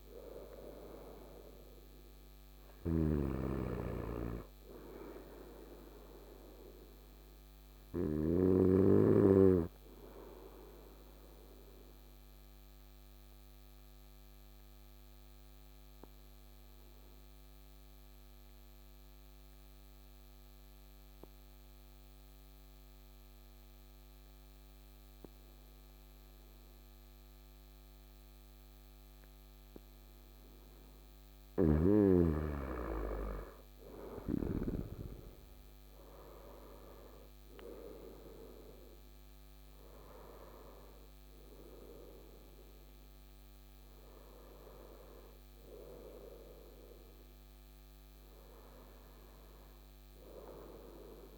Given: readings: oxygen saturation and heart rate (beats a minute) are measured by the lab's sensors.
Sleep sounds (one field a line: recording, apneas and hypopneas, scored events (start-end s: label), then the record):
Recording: breathing in sleep by a microphone on the trachea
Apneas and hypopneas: 1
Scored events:
0.00-1.00 s: arousal
2.00-8.00 s: snoring (device-marked)
8.00-28.00 s: obstructive apnea (oxygen 98% before, 93% lowest, heart rate 60 before, 56 extreme, up 6 after)
32.50-37.00 s: arousal
36.50-51.38 s: oxygen desaturation (device-marked, oxygen 98% before, 93% lowest, heart rate 57 before, 56 extreme)
From the record:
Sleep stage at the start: N2 (light sleep)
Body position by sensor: on the right side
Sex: male